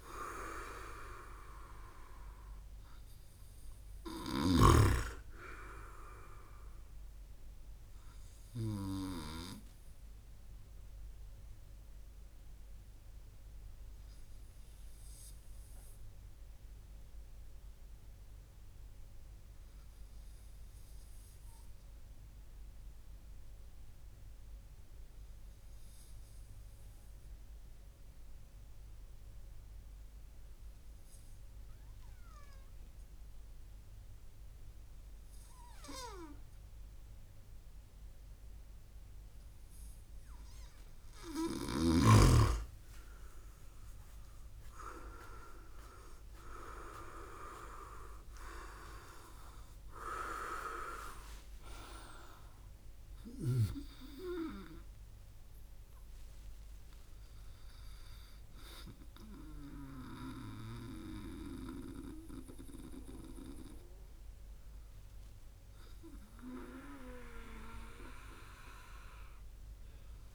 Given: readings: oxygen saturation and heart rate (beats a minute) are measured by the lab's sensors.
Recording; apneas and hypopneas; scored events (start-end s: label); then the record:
breathing in sleep by a room microphone; 1
18.00-39.00 s: obstructive apnea (oxygen 99% before, 97% lowest, heart rate 65 before, 60 extreme, up 5 after)
46.00-50.50 s: arousal
From the record:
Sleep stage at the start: N2 (light sleep); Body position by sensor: on the right side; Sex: male